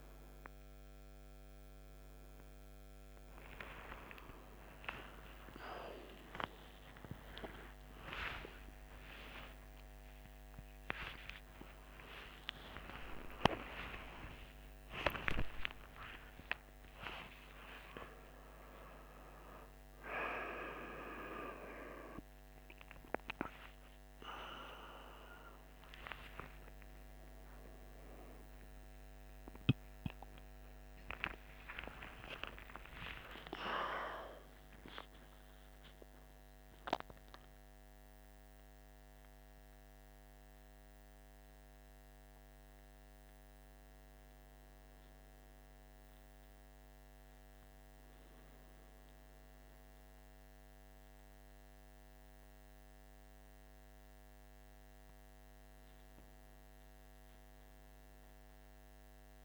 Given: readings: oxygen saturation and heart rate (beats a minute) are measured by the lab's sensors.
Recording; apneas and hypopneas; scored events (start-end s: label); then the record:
a person awake in a sleep study, by a microphone on the trachea; none
none scored
From the record:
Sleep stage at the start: awake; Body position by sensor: on the right side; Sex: male